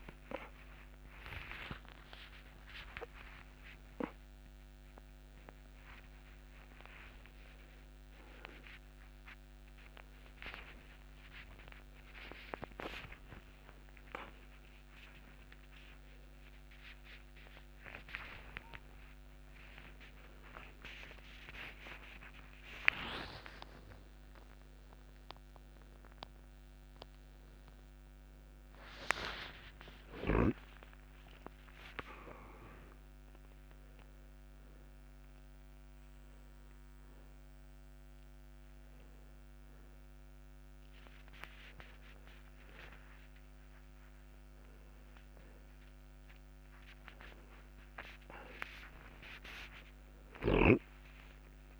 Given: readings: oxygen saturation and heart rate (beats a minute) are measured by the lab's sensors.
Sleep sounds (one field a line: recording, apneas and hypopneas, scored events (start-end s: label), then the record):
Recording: a person awake in a sleep study, by a microphone on the trachea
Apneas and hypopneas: none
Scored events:
0.00-9.00 s: oxygen desaturation (device-marked, oxygen 91% lowest)
34.00-51.00 s: oxygen desaturation (device-marked, oxygen 97% before, 93% lowest)
From the record:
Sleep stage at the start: awake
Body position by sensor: on the back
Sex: male